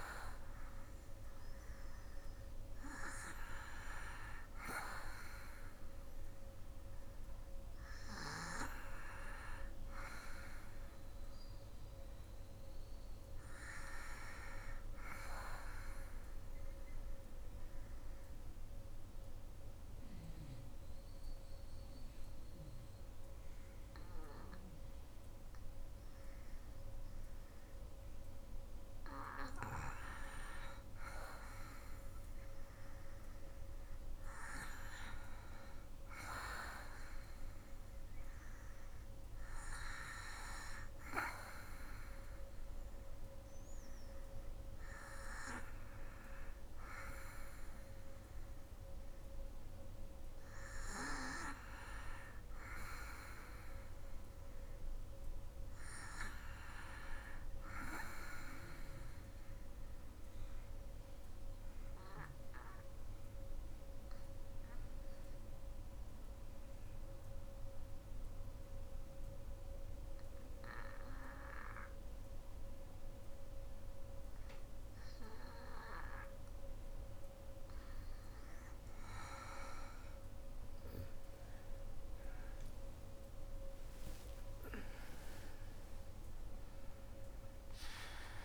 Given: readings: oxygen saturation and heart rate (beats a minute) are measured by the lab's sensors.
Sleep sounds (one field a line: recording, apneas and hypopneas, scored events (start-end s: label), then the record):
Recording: breathing in sleep by a room microphone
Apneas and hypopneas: 2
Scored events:
0.00-3.50 s: arousal
0.50-17.50 s: oxygen desaturation (device-marked, oxygen 97% before, 88% lowest, heart rate 66 before, 58 extreme)
16.00-28.50 s: obstructive apnea (oxygen 97% before, 83% lowest, heart rate 67 before, 58 extreme, up 5 after)
31.50-35.50 s: arousal
37.50-51.50 s: oxygen desaturation (device-marked, oxygen 96% before, 88% lowest, heart rate 61 before, 58 extreme)
59.00-77.00 s: obstructive apnea (oxygen 97% before, 79% lowest, heart rate 67 before, 58 extreme, up 18 after)
74.50-88.45 s: oxygen desaturation (device-marked, oxygen 96% before, 79% lowest, heart rate 64 before, 60 extreme)
80.00-85.00 s: arousal
From the record:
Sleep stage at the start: N2 (light sleep)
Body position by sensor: on the back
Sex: female